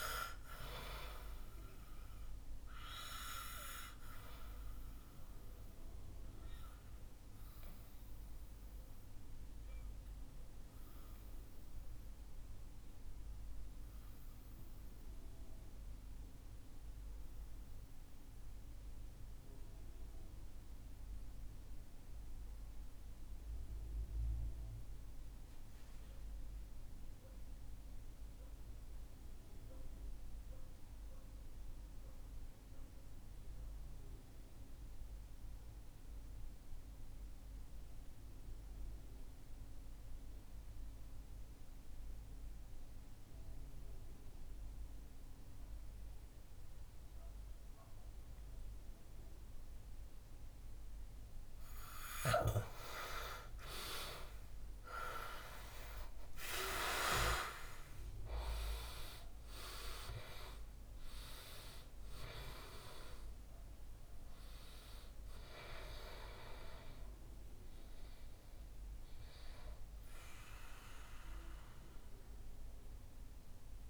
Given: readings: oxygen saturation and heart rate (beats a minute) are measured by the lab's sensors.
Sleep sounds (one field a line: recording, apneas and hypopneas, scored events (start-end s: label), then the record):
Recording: breathing in sleep by a room microphone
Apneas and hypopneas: 1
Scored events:
4.00-50.50 s: obstructive apnea (oxygen 98% before, 82% lowest, heart rate 67 before, 57 extreme, up 13 after)
52.50-57.50 s: arousal
59.00-73.89 s: oxygen desaturation (device-marked, oxygen 96% before, 82% lowest, heart rate 61 before, 58 extreme)
From the record:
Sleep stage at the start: REM sleep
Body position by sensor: on the back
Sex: male